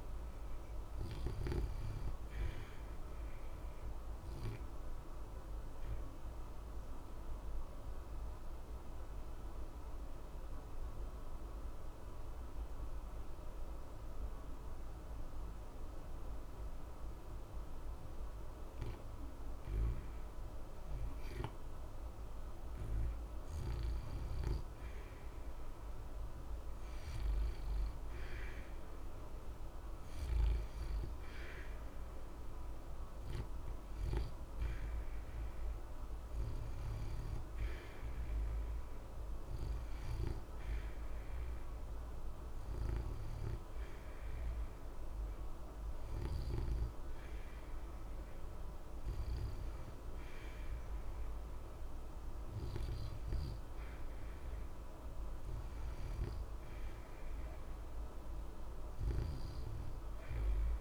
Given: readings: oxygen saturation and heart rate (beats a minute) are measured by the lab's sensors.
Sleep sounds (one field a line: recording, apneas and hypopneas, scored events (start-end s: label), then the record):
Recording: breathing in sleep, hard to hear, by a room microphone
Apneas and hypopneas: 1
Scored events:
5.00-21.00 s: obstructive apnea (oxygen 93% before, 84% lowest, heart rate 61 before, 60 extreme, up 0 after)
12.50-26.50 s: oxygen desaturation (device-marked, oxygen 90% before, 86% lowest, heart rate 60 before, 60 extreme)
26.00-29.50 s: arousal
45.50-60.81 s: oxygen desaturation (device-marked, oxygen 88% before, 84% lowest, heart rate 60 before, 60 extreme)
From the record:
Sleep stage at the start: N2 (light sleep)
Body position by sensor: on the back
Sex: male